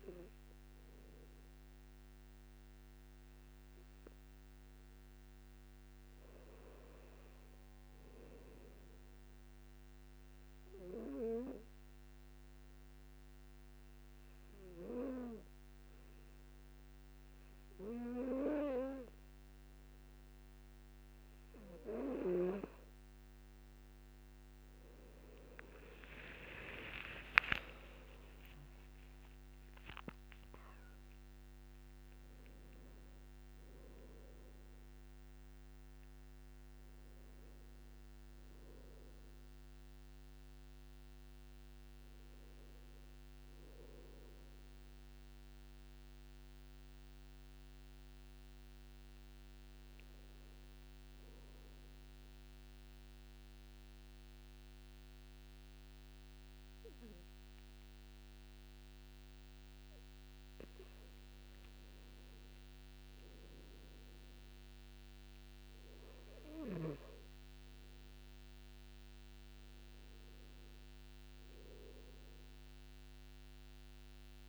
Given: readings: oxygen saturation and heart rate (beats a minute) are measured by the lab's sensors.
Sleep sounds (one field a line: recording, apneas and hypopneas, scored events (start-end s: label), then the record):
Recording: breathing in sleep by a microphone on the trachea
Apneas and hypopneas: 2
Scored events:
10.00-22.50 s: obstructive apnea (oxygen 97% before, 91% lowest, heart rate 57 before, 56 extreme, up 27 after)
26.50-31.50 s: arousal
28.00-30.00 s: long interval between heartbeats (device-marked, heart rate 60 before, 78 extreme)
29.00-50.00 s: oxygen desaturation (device-marked, oxygen 96% before, 91% lowest, heart rate 61 before, 55 extreme)
52.00-62.00 s: mixed apnea (oxygen 100% before, 92% lowest, heart rate 63 before, 55 extreme, up 7 after)
65.00-74.49 s: oxygen desaturation (device-marked, oxygen 99% before, 93% lowest, heart rate 58 before, 55 extreme)
67.50-71.00 s: arousal
From the record:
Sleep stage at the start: N2 (light sleep)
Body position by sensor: on the back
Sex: male